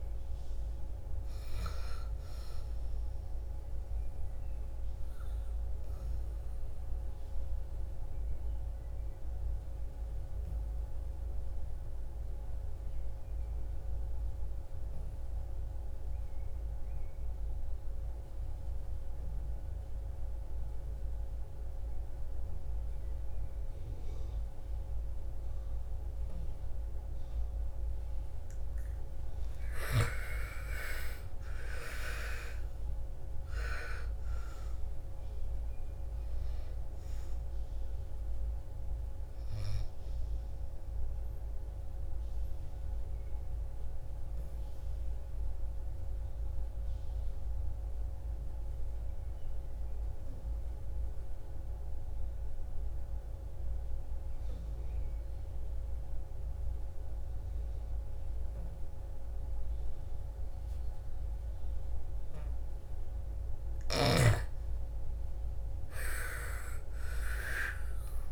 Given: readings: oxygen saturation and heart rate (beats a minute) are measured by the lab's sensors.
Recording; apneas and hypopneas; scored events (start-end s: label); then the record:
breathing in sleep by a room microphone; 2
0.00-16.00 s: oxygen desaturation (device-marked, oxygen 83% lowest, heart rate 55 extreme)
3.00-27.50 s: obstructive apnea (oxygen 98% before, 83% lowest, heart rate 62 before, 54 extreme, up 12 after)
27.00-57.00 s: oxygen desaturation (device-marked, oxygen 99% before, 84% lowest, heart rate 57 before, 54 extreme)
28.50-33.00 s: arousal
41.00-62.50 s: obstructive apnea (oxygen 99% before, 84% lowest, heart rate 64 before, 54 extreme, up 14 after)
63.50-68.00 s: arousal
66.00-68.32 s: oxygen desaturation (device-marked, oxygen 99% before, 85% lowest, heart rate 57 before, 55 extreme)
From the record:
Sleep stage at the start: N2 (light sleep); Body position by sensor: on the back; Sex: female